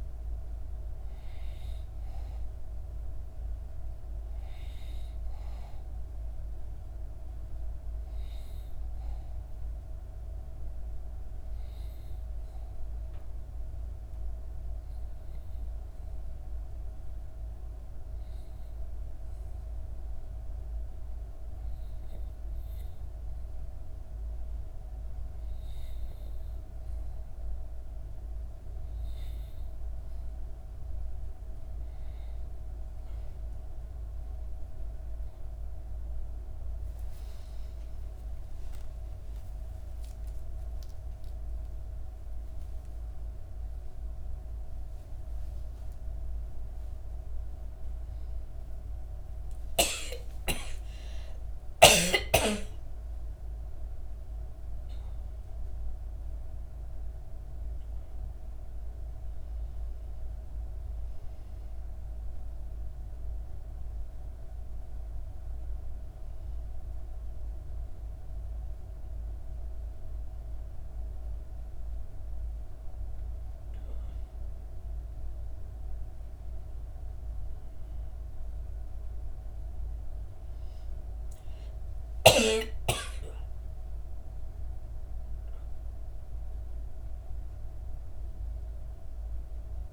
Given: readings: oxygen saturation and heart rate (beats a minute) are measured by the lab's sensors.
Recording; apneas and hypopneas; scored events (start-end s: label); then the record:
a person awake in a sleep study, hard to hear, by a room microphone; 1
12.50-25.00 s: obstructive apnea (oxygen 95% before, 92% lowest, heart rate 63 before, 62 extreme, up 2 after)
35.50-45.50 s: oxygen desaturation (device-marked, oxygen 96% before, 92% lowest, heart rate 63 before, 71 extreme)
35.50-89.93 s: new sleep stage, awake
From the record:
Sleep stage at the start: REM sleep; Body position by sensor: on the back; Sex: female